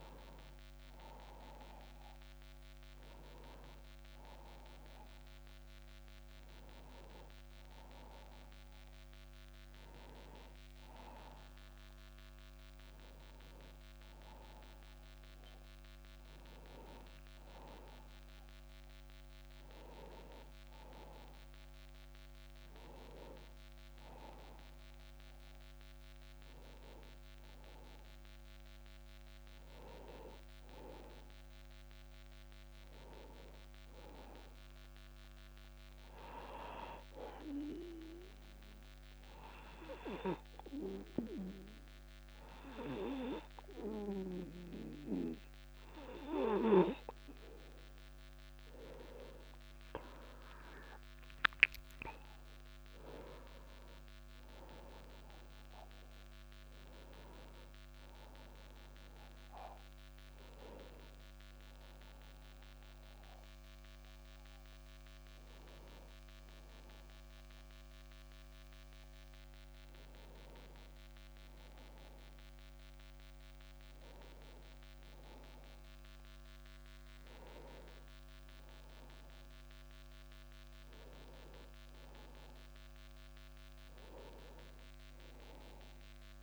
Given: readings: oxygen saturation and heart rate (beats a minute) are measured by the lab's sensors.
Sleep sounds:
breathing in sleep by a microphone on the trachea; 1
37.00-48.00 s: obstructive apnea (oxygen 98% before, 94% lowest, heart rate 48 before, 37 extreme)
44.50-86.43 s: new sleep stage, N2 (light sleep)
50.00-54.00 s: arousal
From the record:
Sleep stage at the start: N1 (lightest sleep); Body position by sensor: on the back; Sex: male

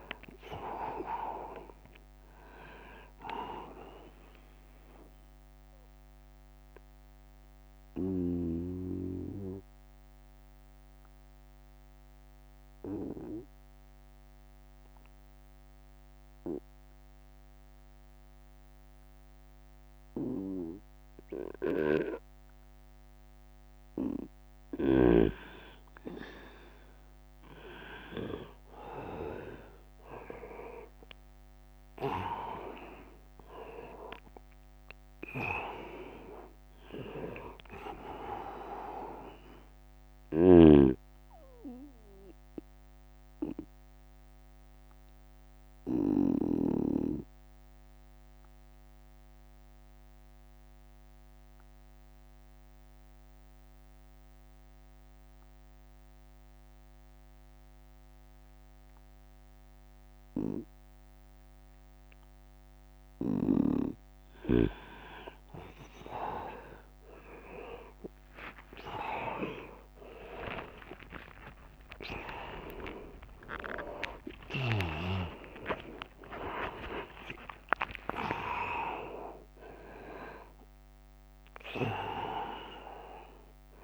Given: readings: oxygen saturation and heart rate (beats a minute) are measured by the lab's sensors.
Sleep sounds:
breathing in sleep by a microphone on the trachea; 2
0.00-15.00 s: drop in pulse transit time (device-marked, heart rate 71 extreme)
0.00-18.00 s: oxygen desaturation (device-marked, oxygen 94% lowest, heart rate 66 extreme)
2.00-4.00 s: long interval between heartbeats (device-marked, heart rate 75 before, 94 extreme)
3.50-23.00 s: obstructive apnea (oxygen 100% before, 94% lowest, heart rate 76 before, 66 extreme, up 1 after)
9.00-11.00 s: long interval between heartbeats (device-marked, heart rate 82 before, 75 extreme)
24.50-29.00 s: arousal
32.00-43.00 s: drop in pulse transit time (device-marked, heart rate 73 before, 71 extreme)
32.50-34.50 s: long interval between heartbeats (device-marked, heart rate 73 before, 71 extreme)
34.00-55.00 s: oxygen desaturation (device-marked, oxygen 100% before, 94% lowest, heart rate 73 before, 67 extreme)
39.50-46.00 s: snoring (device-marked)
41.00-62.50 s: obstructive apnea (oxygen 100% before, 94% lowest, heart rate 74 before, 67 extreme, up 6 after)
43.00-45.00 s: long interval between heartbeats (device-marked, heart rate 75 before, 70 extreme)
55.00-57.00 s: long interval between heartbeats (device-marked, heart rate 75 before, 71 extreme)
67.50-75.50 s: arousal
69.00-83.84 s: oxygen desaturation (device-marked, oxygen 100% before, 94% lowest, heart rate 72 before, 62 extreme)
72.00-83.84 s: drop in pulse transit time (device-marked, heart rate 73 before, 68 extreme)
From the record:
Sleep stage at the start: N2 (light sleep); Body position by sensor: on the right side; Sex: male

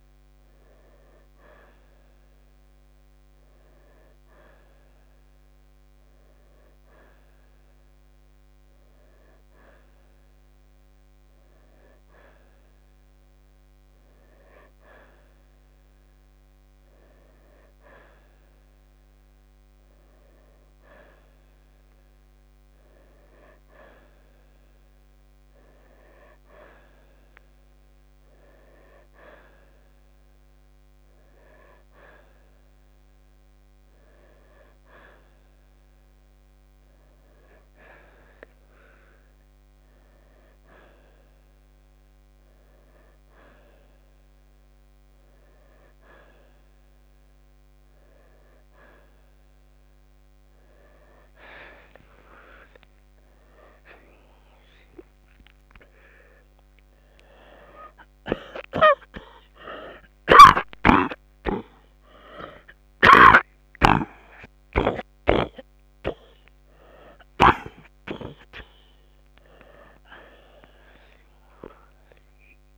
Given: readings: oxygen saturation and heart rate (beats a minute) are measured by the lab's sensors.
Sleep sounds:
a person awake in a sleep study, by a microphone on the trachea; none
60.00-63.50 s: snoring (device-marked)
From the record:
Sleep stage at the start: awake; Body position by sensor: on the right side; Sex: male

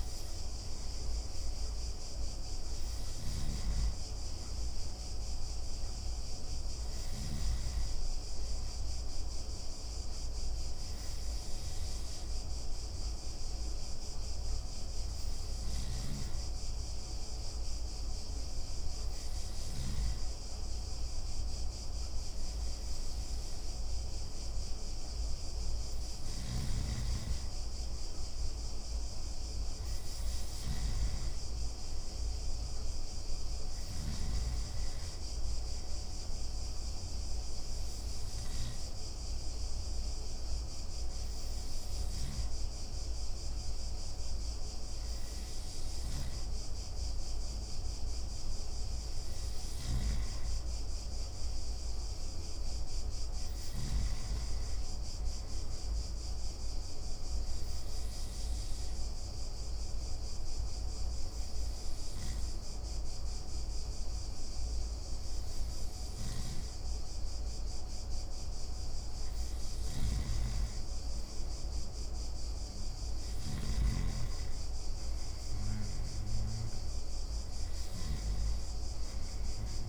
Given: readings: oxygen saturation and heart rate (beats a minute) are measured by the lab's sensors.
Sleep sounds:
breathing in sleep, hard to hear, by a room microphone; 3
10.00-23.00 s: hypopnea (oxygen 94% before, 91% lowest)
15.50-20.00 s: snoring (device-marked)
26.00-34.00 s: snoring (device-marked)
26.50-30.00 s: arousal
36.00-47.50 s: hypopnea (oxygen 94% before, 91% lowest)
49.50-54.00 s: snoring (device-marked)
52.50-55.00 s: arousal
57.00-69.00 s: obstructive apnea (oxygen 94% before, 91% lowest)
66.00-78.00 s: snoring (device-marked)
71.00-73.50 s: arousal
From the record:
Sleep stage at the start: N2 (light sleep); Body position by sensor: on the back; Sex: male

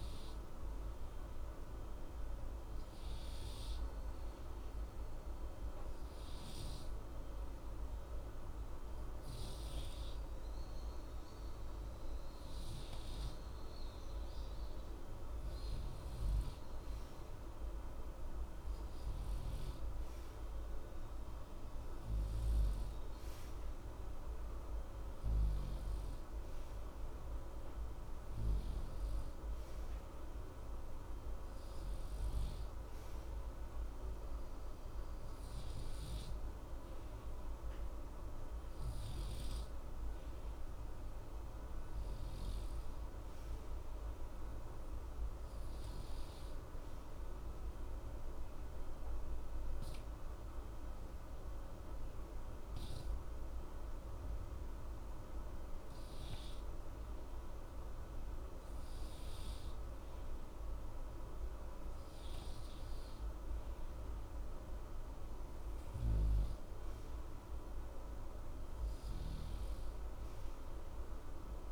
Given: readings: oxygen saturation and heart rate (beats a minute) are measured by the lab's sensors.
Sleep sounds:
breathing in sleep, hard to hear, by a room microphone; 1
46.50-56.50 s: obstructive apnea (oxygen 93% before, 93% lowest, heart rate 60 before, 60 extreme, up 0 after)
59.00-63.50 s: arousal
From the record:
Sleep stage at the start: N2 (light sleep); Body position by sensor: on the right side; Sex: male

